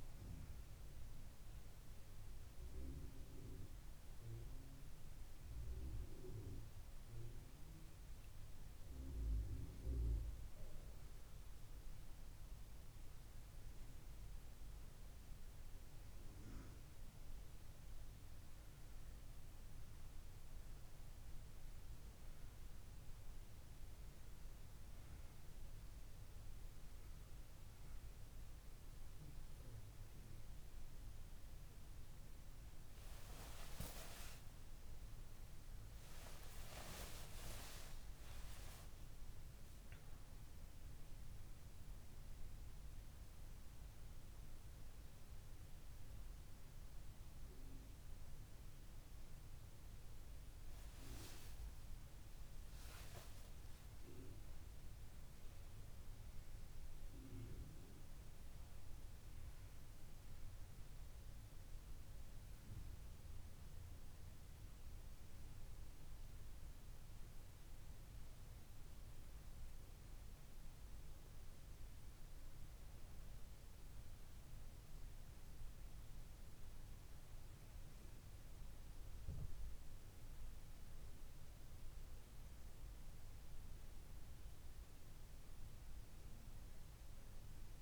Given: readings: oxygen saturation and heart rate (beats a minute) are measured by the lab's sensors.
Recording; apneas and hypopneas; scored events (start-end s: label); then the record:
a person awake in a sleep study, by a room microphone; none
84.50-87.82 s: new sleep stage, N1 (lightest sleep)
From the record:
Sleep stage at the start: awake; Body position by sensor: on the back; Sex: female